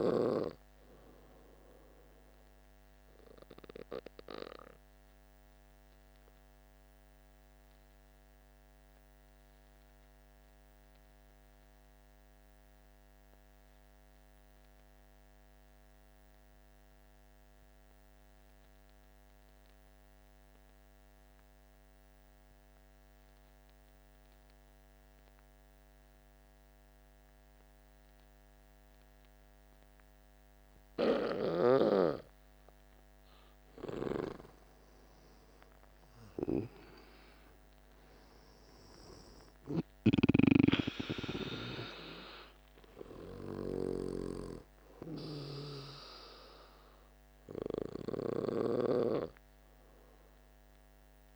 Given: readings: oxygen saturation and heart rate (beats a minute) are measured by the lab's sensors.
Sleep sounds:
breathing in sleep by a microphone on the trachea; 1
0.00-11.50 s: oxygen desaturation (device-marked, oxygen 88% lowest, heart rate 48 extreme)
6.00-30.50 s: obstructive apnea (oxygen 98% before, 86% lowest, heart rate 55 before, 48 extreme, up 9 after)
29.50-51.36 s: oxygen desaturation (device-marked, oxygen 99% before, 86% lowest, heart rate 49 before, 48 extreme)
32.50-36.50 s: arousal
43.50-49.00 s: snoring (device-marked)
From the record:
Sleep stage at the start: N2 (light sleep); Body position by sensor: on the back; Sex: male

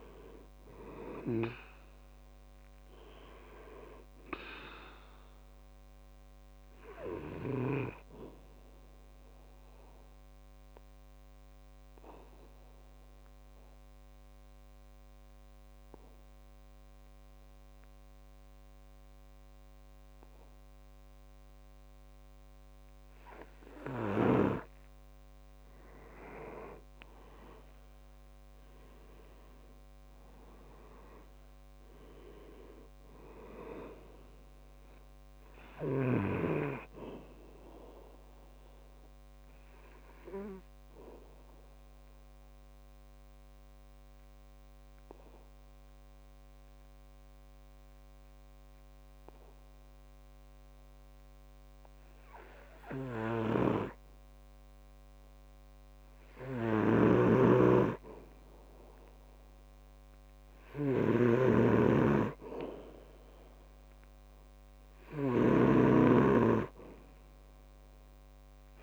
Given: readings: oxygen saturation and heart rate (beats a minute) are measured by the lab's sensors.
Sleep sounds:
breathing in sleep by a microphone on the trachea; 2
1.50-21.50 s: oxygen desaturation (device-marked, oxygen 98% before, 94% lowest, heart rate 66 before, 63 extreme)
9.00-25.00 s: obstructive apnea (oxygen 98% before, 92% lowest, heart rate 67 before, 63 extreme, up 6 after)
27.50-31.00 s: arousal
31.50-53.50 s: oxygen desaturation (device-marked, oxygen 98% before, 92% lowest, heart rate 66 before, 64 extreme)
39.50-53.50 s: obstructive apnea (oxygen 98% before, 92% lowest, heart rate 67 before, 65 extreme, up 2 after)
56.00-58.50 s: arousal
57.00-68.82 s: snoring (device-marked)
65.50-68.82 s: oxygen desaturation (device-marked, oxygen 98% before, 92% lowest, heart rate 66 before, 66 extreme)
From the record:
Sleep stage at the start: N2 (light sleep); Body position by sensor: on the back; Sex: male

